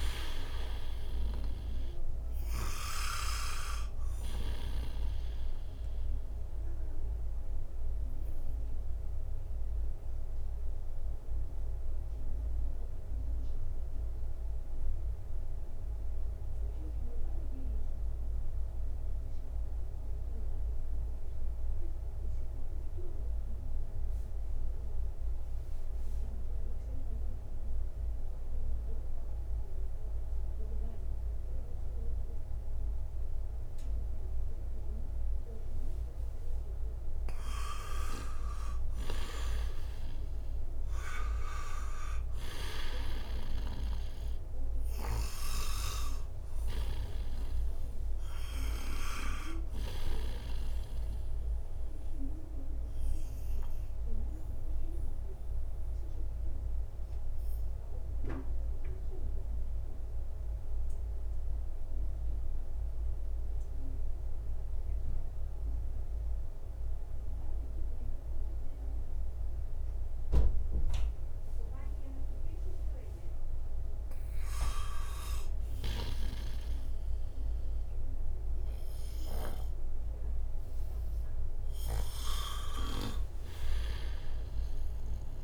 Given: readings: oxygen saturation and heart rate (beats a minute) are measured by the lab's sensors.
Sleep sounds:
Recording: breathing in sleep by a room microphone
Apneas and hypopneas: 2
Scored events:
0.00-26.00 s: oxygen desaturation (device-marked, oxygen 85% lowest, heart rate 58 extreme)
6.50-38.00 s: mixed apnea (oxygen 97% before, 85% lowest, heart rate 75 before, 58 extreme, up 13 after)
39.00-44.00 s: arousal
45.00-69.00 s: oxygen desaturation (device-marked, oxygen 98% before, 86% lowest, heart rate 65 before, 58 extreme)
52.00-73.50 s: obstructive apnea (oxygen 98% before, 86% lowest, heart rate 67 before, 58 extreme, up 1 after)
75.50-80.00 s: arousal
From the record:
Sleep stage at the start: N2 (light sleep)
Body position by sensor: on the right side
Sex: male

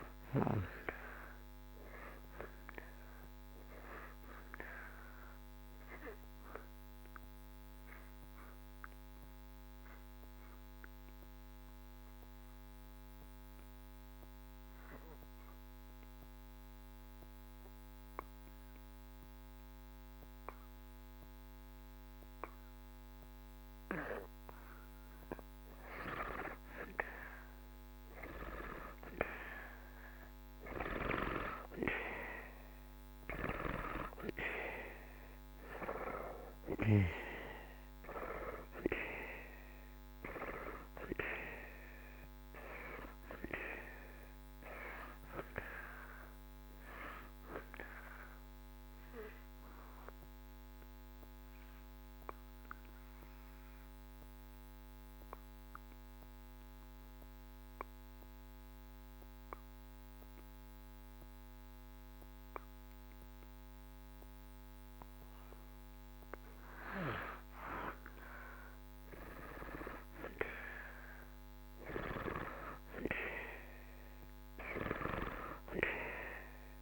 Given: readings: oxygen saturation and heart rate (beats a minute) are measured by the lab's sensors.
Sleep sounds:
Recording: breathing in sleep by a microphone on the trachea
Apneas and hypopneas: 2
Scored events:
0.00-21.50 s: oxygen desaturation (device-marked, oxygen 79% lowest)
6.50-25.00 s: obstructive apnea (oxygen 95% before, 80% lowest)
27.00-31.50 s: arousal
29.50-61.50 s: oxygen desaturation (device-marked, oxygen 96% before, 80% lowest)
48.50-64.50 s: obstructive apnea (oxygen 96% before, 79% lowest)
68.00-72.00 s: arousal
74.50-76.82 s: oxygen desaturation (device-marked, oxygen 95% before, 79% lowest)
From the record:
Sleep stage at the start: N2 (light sleep)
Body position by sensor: on the back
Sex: male

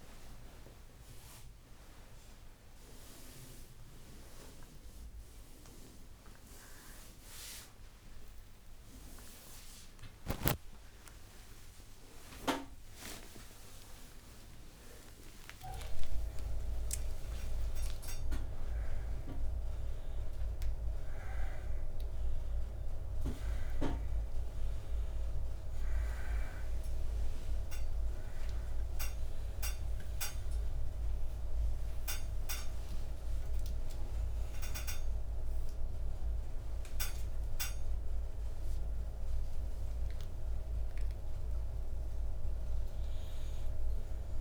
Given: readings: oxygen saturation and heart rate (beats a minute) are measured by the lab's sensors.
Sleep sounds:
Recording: a person awake in a sleep study, by a room microphone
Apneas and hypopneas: none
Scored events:
0.00-10.00 s: oxygen desaturation (device-marked, oxygen 91% lowest, heart rate 67 extreme)
From the record:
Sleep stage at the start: awake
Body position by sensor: upright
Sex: male

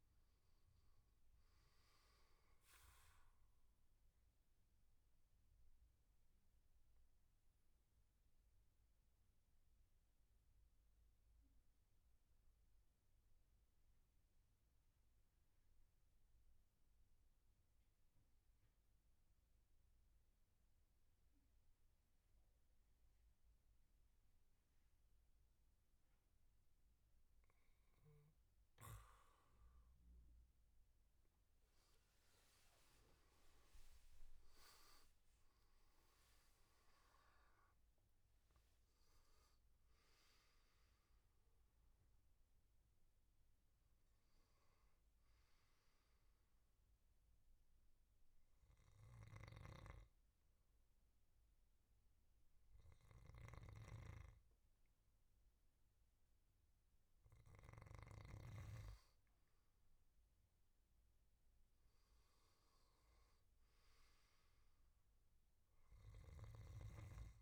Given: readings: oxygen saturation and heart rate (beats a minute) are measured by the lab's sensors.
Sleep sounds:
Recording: breathing in sleep by a room microphone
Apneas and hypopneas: 2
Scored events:
4.00-27.50 s: obstructive apnea (oxygen 98% before, 89% lowest, heart rate 81 before, 73 extreme, up 11 after)
25.50-53.50 s: oxygen desaturation (device-marked, oxygen 97% before, 89% lowest, heart rate 79 before, 72 extreme)
30.50-35.50 s: arousal
47.00-59.00 s: hypopnea (oxygen 97% before, 91% lowest, heart rate 85 before, 73 extreme, up 10 after)
49.00-58.50 s: snoring (device-marked)
61.50-66.50 s: arousal
From the record:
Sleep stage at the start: N2 (light sleep)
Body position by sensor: on the back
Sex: male

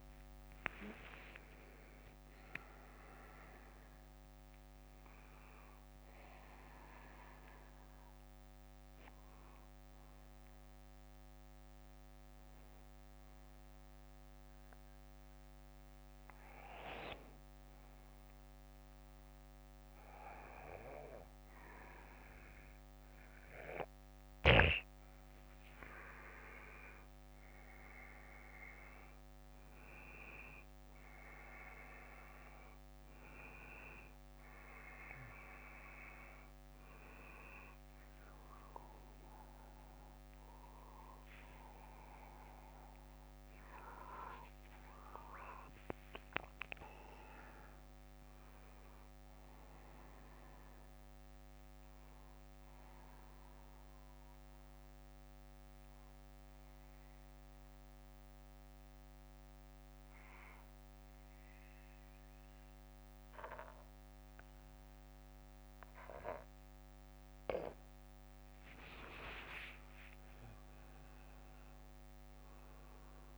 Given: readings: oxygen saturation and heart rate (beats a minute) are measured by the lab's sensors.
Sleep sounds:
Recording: breathing in sleep by a microphone on the trachea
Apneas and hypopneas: 2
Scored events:
7.50-25.50 s: bradycardia (device-marked, heart rate 60 before, 53 extreme)
9.50-25.50 s: obstructive apnea (oxygen 97% before, 92% lowest, heart rate 65 before, 53 extreme, up 16 after)
29.50-31.50 s: bradycardia (device-marked, heart rate 60 before, 64 extreme)
29.50-63.50 s: oxygen desaturation (device-marked, oxygen 96% before, 92% lowest, heart rate 57 before, 49 extreme)
32.50-35.50 s: bradycardia (device-marked, heart rate 60 before, 56 extreme)
39.50-45.50 s: arousal
51.50-68.50 s: bradycardia (device-marked, heart rate 60 before, 49 extreme)
55.00-68.00 s: central apnea (oxygen 96% before, 92% lowest, heart rate 69 before, 48 extreme, up 20 after)
70.50-73.38 s: arousal
From the record:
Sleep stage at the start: N2 (light sleep)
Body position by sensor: on the back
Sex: male

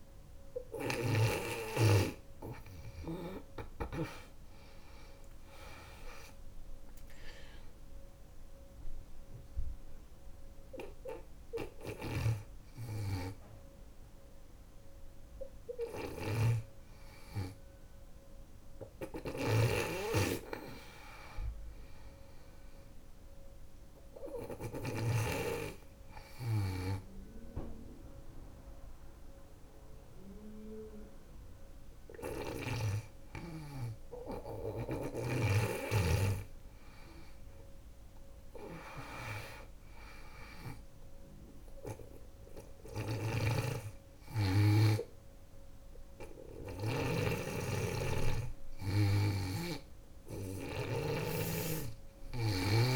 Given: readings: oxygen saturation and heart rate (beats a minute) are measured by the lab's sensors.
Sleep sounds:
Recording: breathing in sleep by a room microphone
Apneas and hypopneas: none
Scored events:
10.50-24.00 s: snoring (device-marked)
42.00-52.00 s: snoring (device-marked)
From the record:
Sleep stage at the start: N2 (light sleep)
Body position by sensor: on the back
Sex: female

